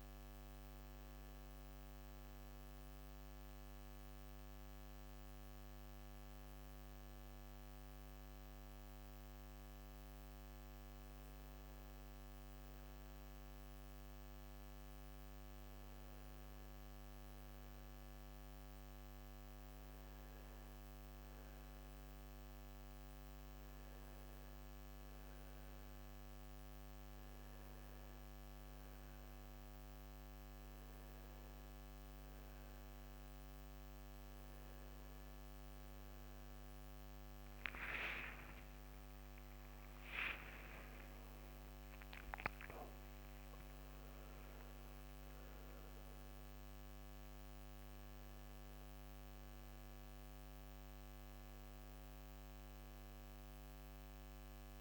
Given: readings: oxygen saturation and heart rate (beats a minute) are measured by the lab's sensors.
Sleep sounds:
breathing in sleep, hard to hear, by a microphone on the trachea; none
19.50-36.50 s: oxygen desaturation (device-marked, oxygen 95% before, 91% lowest, heart rate 70 before, 68 extreme)
38.00-42.50 s: arousal
From the record:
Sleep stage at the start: N1 (lightest sleep); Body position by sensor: on the right side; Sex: male

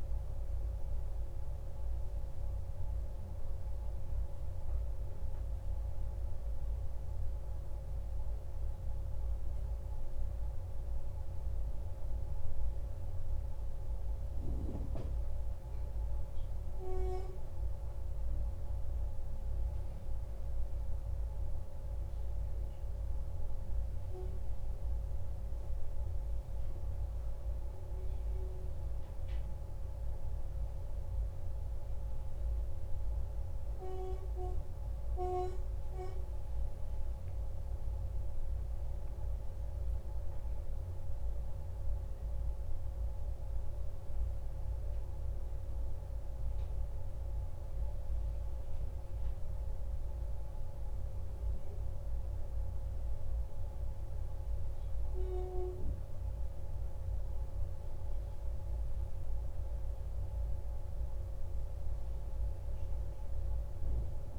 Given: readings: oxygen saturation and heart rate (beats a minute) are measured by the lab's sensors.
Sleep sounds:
breathing in sleep, hard to hear, by a room microphone; none
none scored
From the record:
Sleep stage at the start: N1 (lightest sleep); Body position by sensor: on the back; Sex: male

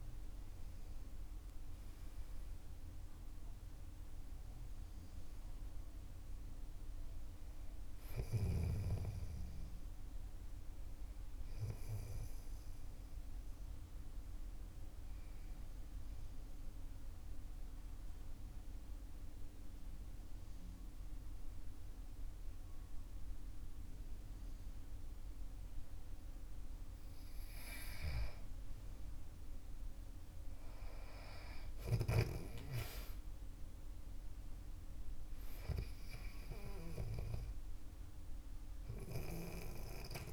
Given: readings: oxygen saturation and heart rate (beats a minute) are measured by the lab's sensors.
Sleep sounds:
breathing in sleep by a room microphone; 1
0.00-1.50 s: arousal
0.00-6.00 s: oxygen desaturation (device-marked, oxygen 92% lowest, heart rate 46 extreme)
14.00-27.00 s: central apnea (oxygen 97% before, 92% lowest, heart rate 55 before, 46 extreme, up 14 after)
27.00-36.00 s: oxygen desaturation (device-marked, oxygen 97% before, 92% lowest, heart rate 48 before, 46 extreme)
31.00-35.00 s: arousal
From the record:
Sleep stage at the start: N2 (light sleep); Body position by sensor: on the back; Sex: male

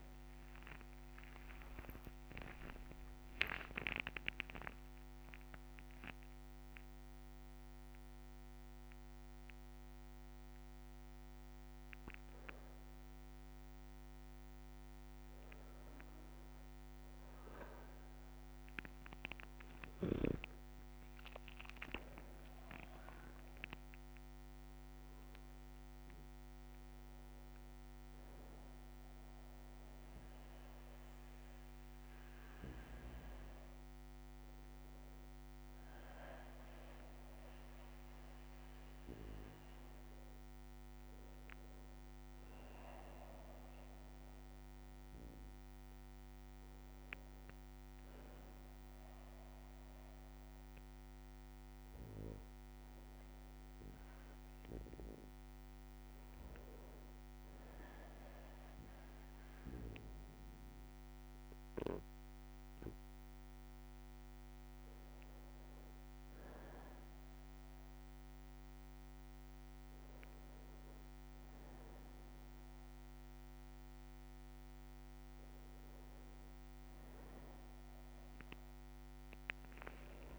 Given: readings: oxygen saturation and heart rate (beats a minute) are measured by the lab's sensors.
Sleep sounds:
a person partly awake in a sleep study, by a microphone on the trachea; none
0.00-2.00 s: long interval between heartbeats (device-marked)
0.00-3.00 s: bradycardia (device-marked)
0.00-3.00 s: oxygen desaturation (device-marked, oxygen 95% lowest)
2.50-4.50 s: long interval between heartbeats (device-marked)
5.00-7.00 s: long interval between heartbeats (device-marked)
25.00-80.39 s: new sleep stage, N1 (lightest sleep)
78.00-80.39 s: tachycardia (device-marked, heart rate 62 before, 166 extreme)
From the record:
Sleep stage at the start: awake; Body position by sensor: on the back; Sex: male

